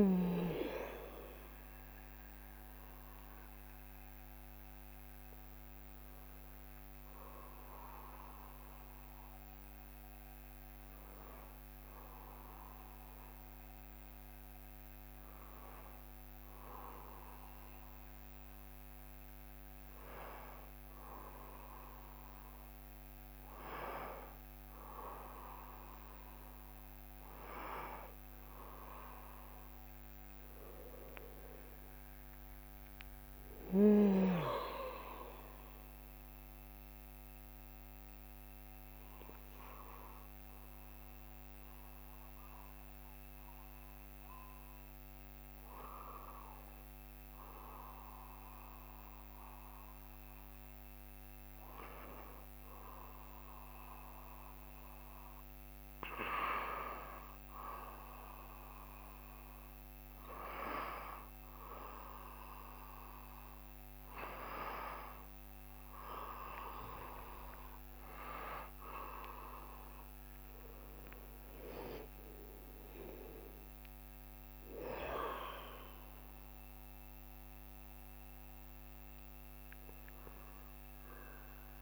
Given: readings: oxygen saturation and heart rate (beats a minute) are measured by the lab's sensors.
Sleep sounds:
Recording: breathing in sleep by a microphone on the trachea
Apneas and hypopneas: 1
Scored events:
30.00-46.50 s: hypopnea (oxygen 95% before, 91% lowest, heart rate 68 before, 68 extreme, up 0 after)
32.00-51.00 s: oxygen desaturation (device-marked, oxygen 95% before, 91% lowest, heart rate 68 before, 68 extreme)
67.00-73.50 s: arousal
From the record:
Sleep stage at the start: N1 (lightest sleep)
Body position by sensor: on the back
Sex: male

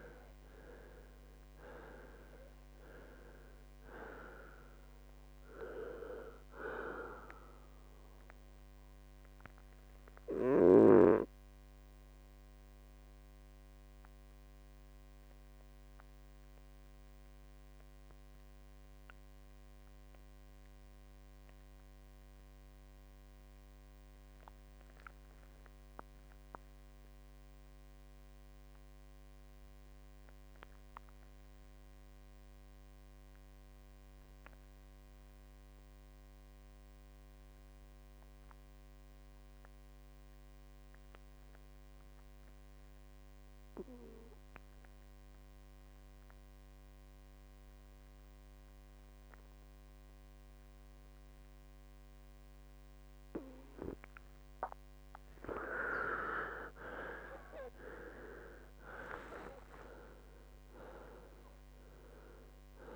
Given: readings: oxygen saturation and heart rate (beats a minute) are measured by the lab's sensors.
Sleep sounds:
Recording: breathing in sleep by a microphone on the trachea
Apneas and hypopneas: 1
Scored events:
0.00-24.00 s: oxygen desaturation (device-marked, oxygen 85% lowest, heart rate 62 extreme)
13.50-54.00 s: mixed apnea (oxygen 97% before, 84% lowest, heart rate 75 before, 62 extreme, up 12 after)
32.50-34.50 s: long interval between heartbeats (device-marked, heart rate 66 before, 69 extreme)
46.00-62.96 s: oxygen desaturation (device-marked, oxygen 97% before, 84% lowest, heart rate 69 before, 59 extreme)
52.50-54.50 s: long interval between heartbeats (device-marked, heart rate 70 before, 69 extreme)
56.50-60.00 s: arousal
From the record:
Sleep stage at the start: N2 (light sleep)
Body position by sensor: on the right side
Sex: male

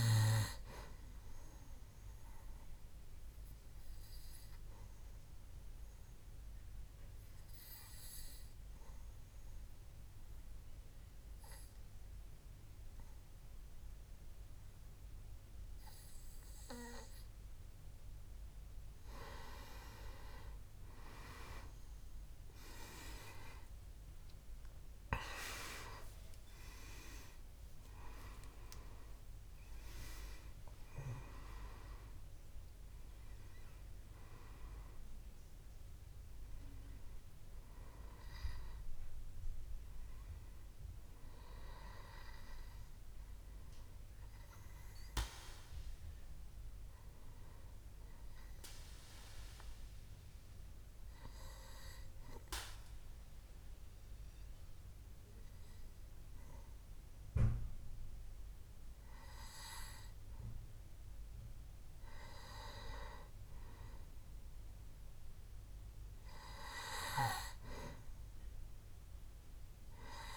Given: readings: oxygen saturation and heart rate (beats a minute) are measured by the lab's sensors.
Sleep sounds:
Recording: breathing in sleep by a room microphone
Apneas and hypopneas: 2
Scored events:
0.00-13.00 s: oxygen desaturation (device-marked, oxygen 92% lowest, heart rate 65 extreme)
2.50-18.50 s: obstructive apnea (oxygen 98% before, 91% lowest, heart rate 68 before, 66 extreme, up 7 after)
21.00-25.50 s: arousal
25.00-50.00 s: oxygen desaturation (device-marked, oxygen 98% before, 91% lowest, heart rate 68 before, 61 extreme)
50.50-63.00 s: obstructive apnea (oxygen 97% before, 93% lowest, heart rate 71 before, 61 extreme, up 4 after)
64.00-67.50 s: arousal
From the record:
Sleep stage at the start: N2 (light sleep)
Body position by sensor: on the back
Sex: male

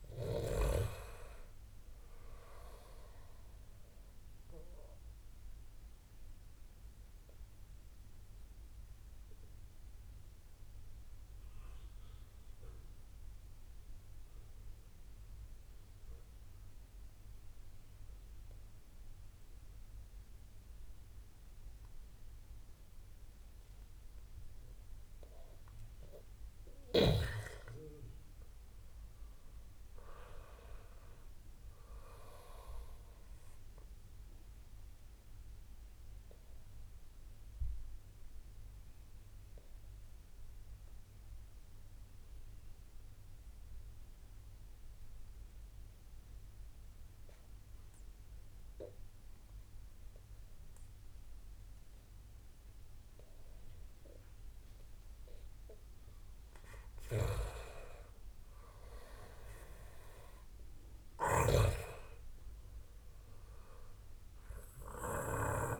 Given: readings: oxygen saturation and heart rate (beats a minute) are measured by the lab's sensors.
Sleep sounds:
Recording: breathing in sleep by a room microphone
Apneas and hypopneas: 2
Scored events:
3.50-21.50 s: oxygen desaturation (device-marked, oxygen 95% before, 91% lowest)
6.00-24.00 s: obstructive apnea (oxygen 96% before, 89% lowest)
26.00-29.00 s: arousal
28.50-53.50 s: oxygen desaturation (device-marked, oxygen 96% before, 90% lowest)
34.50-54.50 s: obstructive apnea (oxygen 96% before, 89% lowest)
57.50-61.00 s: arousal
From the record:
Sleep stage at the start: N2 (light sleep)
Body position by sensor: on the back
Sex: male

